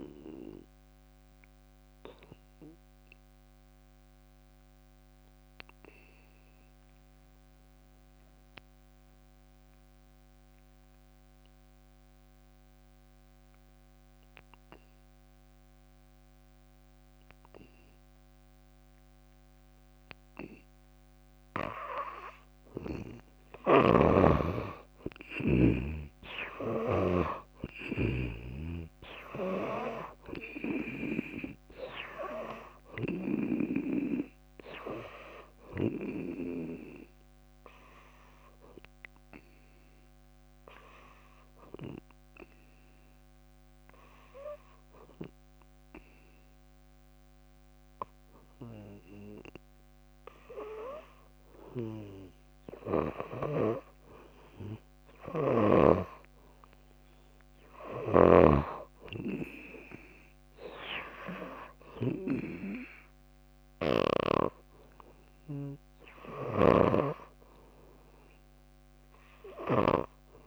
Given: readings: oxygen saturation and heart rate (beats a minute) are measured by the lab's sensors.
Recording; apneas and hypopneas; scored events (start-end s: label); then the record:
breathing in sleep by a microphone on the trachea; 2
0.00-4.00 s: oxygen desaturation (device-marked, oxygen 78% lowest, heart rate 57 extreme)
3.50-21.50 s: obstructive apnea (oxygen 95% before, 81% lowest, heart rate 65 before, 56 extreme, up 18 after)
21.00-47.00 s: oxygen desaturation (device-marked, oxygen 98% before, 81% lowest, heart rate 61 before, 56 extreme)
23.50-28.50 s: snoring (device-marked)
24.50-29.50 s: arousal
25.00-27.00 s: long interval between heartbeats (device-marked, heart rate 63 before, 76 extreme)
38.00-50.50 s: obstructive apnea (oxygen 98% before, 81% lowest, heart rate 69 before, 57 extreme, up 7 after)
53.50-58.00 s: arousal
58.00-67.00 s: snoring (device-marked)
60.00-70.47 s: oxygen desaturation (device-marked, oxygen 96% before, 89% lowest, heart rate 59 before, 61 extreme)
From the record:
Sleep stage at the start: N2 (light sleep); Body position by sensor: on the back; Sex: female